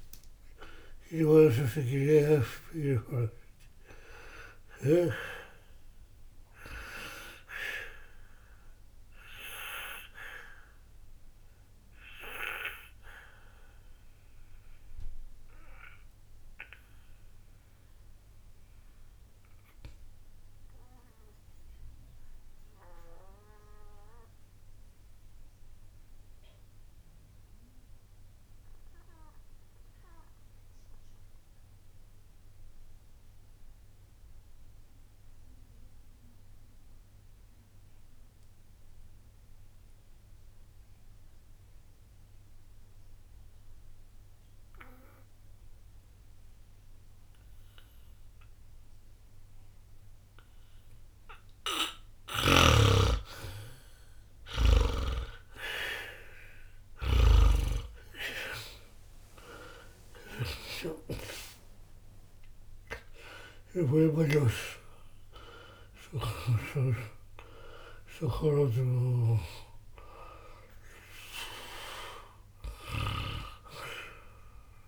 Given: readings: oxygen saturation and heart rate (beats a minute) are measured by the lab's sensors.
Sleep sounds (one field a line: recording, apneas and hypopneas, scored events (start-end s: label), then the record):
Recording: breathing in sleep by a room microphone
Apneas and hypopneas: 1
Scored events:
1.00-5.00 s: snoring (device-marked)
3.50-27.50 s: oxygen desaturation (device-marked, oxygen 91% before, 76% lowest, heart rate 60 before, 60 extreme)
8.00-51.00 s: obstructive apnea (oxygen 96% before, 75% lowest, heart rate 60 before, 60 extreme, up 0 after)
44.50-74.88 s: oxygen desaturation (device-marked, oxygen 99% before, 75% lowest, heart rate 60 before, 60 extreme)
54.00-58.00 s: arousal
From the record:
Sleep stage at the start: N2 (light sleep)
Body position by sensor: on the back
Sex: male